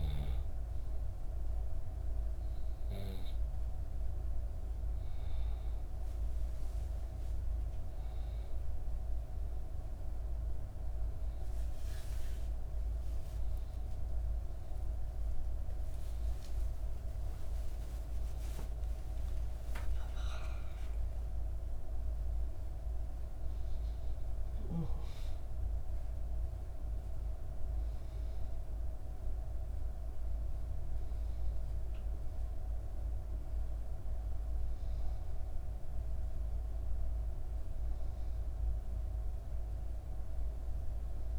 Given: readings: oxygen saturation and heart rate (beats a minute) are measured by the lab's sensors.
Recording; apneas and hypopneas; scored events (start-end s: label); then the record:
breathing in sleep, hard to hear, by a room microphone; none
0.00-1.00 s: arousal
3.50-18.50 s: oxygen desaturation (device-marked, oxygen 96% before, 92% lowest, heart rate 60 before, 62 extreme)
14.50-22.50 s: tachycardia (device-marked, heart rate 61 before, 157 extreme)
14.50-41.39 s: new sleep stage, N1 (lightest sleep)
16.50-18.50 s: long interval between heartbeats (device-marked, heart rate 64 before, 98 extreme)
19.00-21.00 s: long interval between heartbeats (device-marked, heart rate 69 before, 135 extreme)
19.00-23.50 s: arousal
From the record:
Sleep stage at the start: N2 (light sleep); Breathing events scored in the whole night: 374 in 7.0 hours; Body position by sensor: on the back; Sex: female